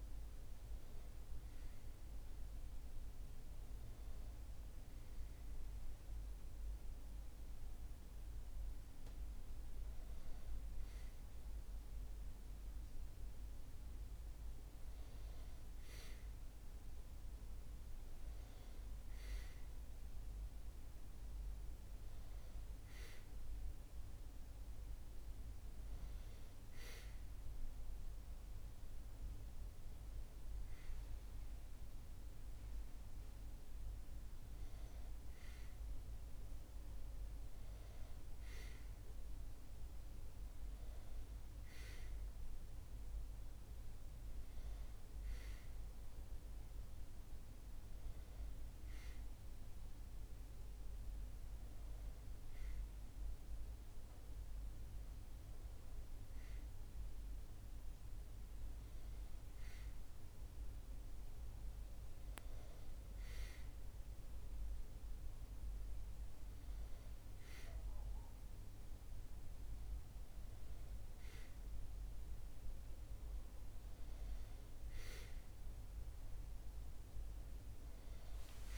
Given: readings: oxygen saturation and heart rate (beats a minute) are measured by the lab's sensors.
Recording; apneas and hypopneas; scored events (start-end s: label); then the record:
breathing in sleep, hard to hear, by a room microphone; none
0.00-4.50 s: oxygen desaturation (device-marked, oxygen 94% lowest, heart rate 70 extreme)
7.00-11.50 s: arousal
From the record:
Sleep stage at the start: N1 (lightest sleep); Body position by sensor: on the back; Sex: male